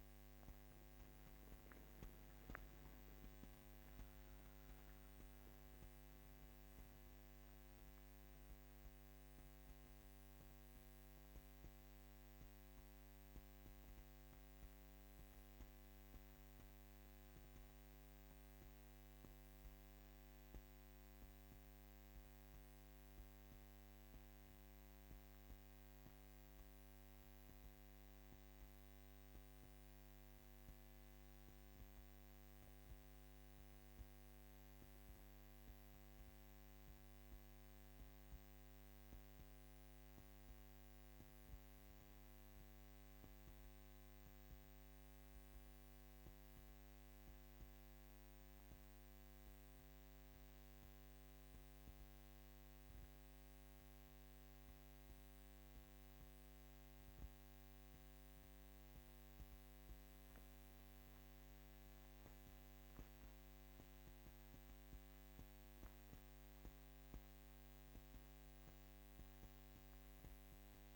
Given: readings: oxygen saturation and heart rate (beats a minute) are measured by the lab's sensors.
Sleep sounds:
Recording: breathing in sleep, hard to hear, by a microphone on the trachea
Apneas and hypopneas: 1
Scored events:
10.00-70.96 s: new sleep stage, N2 (light sleep)
22.00-27.00 s: arousal
31.00-53.00 s: mixed apnea (oxygen 99% before, 93% lowest, heart rate 61 before, 55 extreme, up 0 after)
48.00-66.00 s: oxygen desaturation (device-marked, oxygen 97% before, 93% lowest, heart rate 57 before, 56 extreme)
55.00-59.00 s: arousal
From the record:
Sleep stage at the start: N1 (lightest sleep)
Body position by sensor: on the back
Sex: female

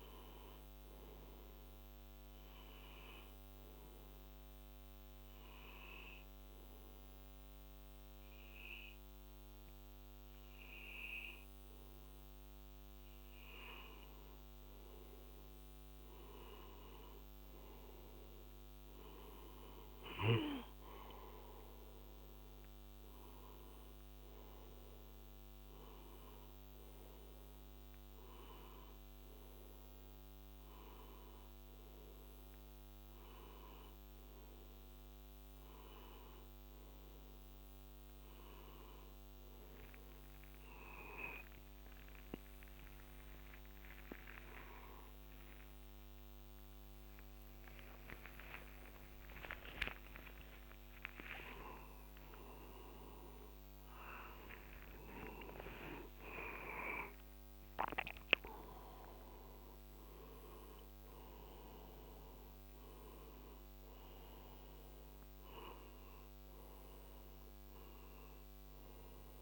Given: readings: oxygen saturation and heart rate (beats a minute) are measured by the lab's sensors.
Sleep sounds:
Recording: a person partly awake in a sleep study, by a microphone on the trachea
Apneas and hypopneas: 1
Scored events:
2.50-14.50 s: hypopnea (oxygen 94% before, 90% lowest, heart rate 56 before, 51 extreme, up 6 after)
16.00-21.00 s: arousal
46.50-69.42 s: new sleep stage, awake
From the record:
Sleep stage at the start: N2 (light sleep)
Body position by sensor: on the back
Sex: male

